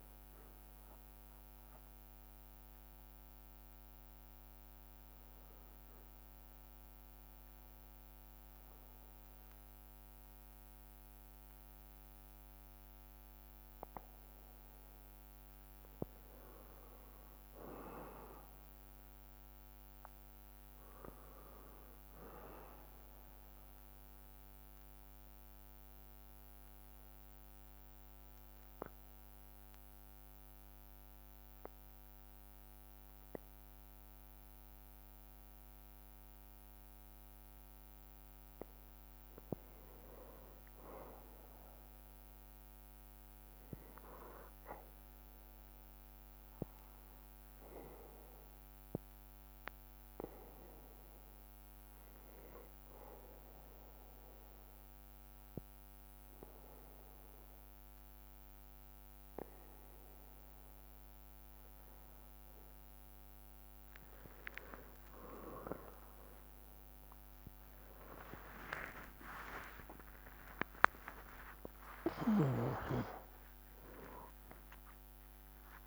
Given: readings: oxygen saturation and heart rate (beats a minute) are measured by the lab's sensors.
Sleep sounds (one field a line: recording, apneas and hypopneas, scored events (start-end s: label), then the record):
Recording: a person partly awake in a sleep study, by a microphone on the trachea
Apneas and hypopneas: 3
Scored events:
6.00-16.00 s: mixed apnea (oxygen 98% before, 95% lowest, heart rate 66 before, 61 extreme, up 3 after)
18.00-21.00 s: arousal
21.50-37.50 s: drop in pulse transit time (device-marked, heart rate 63 before, 61 extreme)
23.50-37.00 s: mixed apnea (oxygen 97% before, 94% lowest, heart rate 63 before, 56 extreme, up 3 after)
39.00-42.00 s: arousal
40.50-49.50 s: bradycardia (device-marked, heart rate 64 before, 56 extreme)
46.00-61.50 s: mixed apnea (oxygen 97% before, 94% lowest, heart rate 62 before, 56 extreme, up 11 after)
54.50-61.50 s: bradycardia (device-marked, heart rate 63 before, 56 extreme)
56.50-75.87 s: new sleep stage, awake
68.50-74.50 s: tachycardia (device-marked, heart rate 63 before, 108 extreme)
68.50-75.87 s: drop in pulse transit time (device-marked, heart rate 59 before, 67 extreme)
70.00-72.00 s: long interval between heartbeats (device-marked, heart rate 60 before, 73 extreme)
72.00-74.00 s: long interval between heartbeats (device-marked, heart rate 62 before, 105 extreme)
From the record:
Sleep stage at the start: N2 (light sleep)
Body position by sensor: on the back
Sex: male